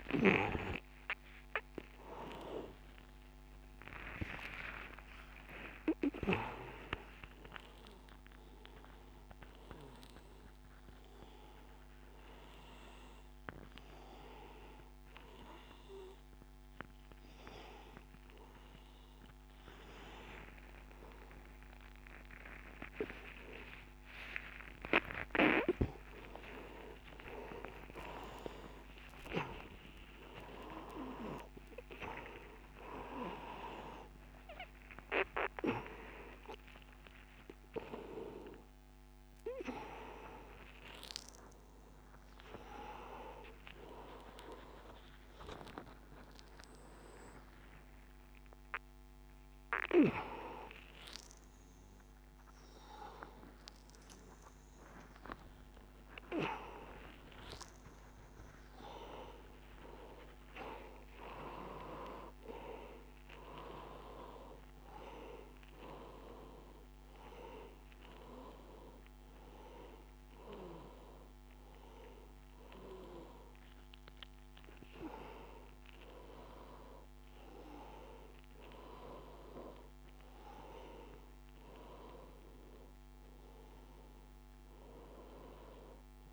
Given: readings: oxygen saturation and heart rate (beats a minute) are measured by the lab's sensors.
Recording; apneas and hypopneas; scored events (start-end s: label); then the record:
a person awake in a sleep study, by a microphone on the trachea; none
0.00-2.00 s: oxygen desaturation (device-marked, oxygen 88% lowest, heart rate 85 extreme)
7.50-9.50 s: long interval between heartbeats (device-marked, heart rate 98 before, 167 extreme)
10.50-12.50 s: long interval between heartbeats (device-marked, heart rate 110 before, 174 extreme)
14.00-16.00 s: long interval between heartbeats (device-marked, heart rate 129 before, 174 extreme)
17.50-19.50 s: long interval between heartbeats (device-marked, heart rate 142 before, 156 extreme)
21.50-23.50 s: long interval between heartbeats (device-marked, heart rate 155 before, 137 extreme)
25.00-27.00 s: long interval between heartbeats (device-marked, heart rate 162 before, 130 extreme)
32.00-34.00 s: long interval between heartbeats (device-marked, heart rate 148 before, 119 extreme)
58.50-60.50 s: long interval between heartbeats (device-marked, heart rate 113 before, 119 extreme)
From the record:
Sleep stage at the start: awake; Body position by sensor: upright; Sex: male